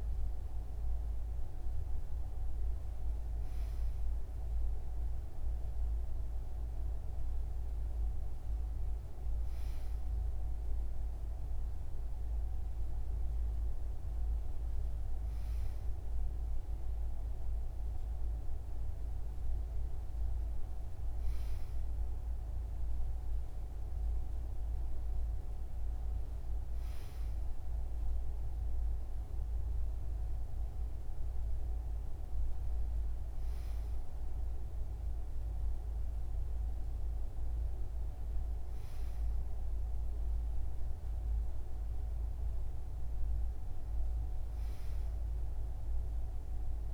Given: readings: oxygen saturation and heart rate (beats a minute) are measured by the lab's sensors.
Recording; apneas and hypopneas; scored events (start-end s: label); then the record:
breathing in sleep, hard to hear, by a room microphone; none
none scored
From the record:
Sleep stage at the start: N2 (light sleep); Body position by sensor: on the right side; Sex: male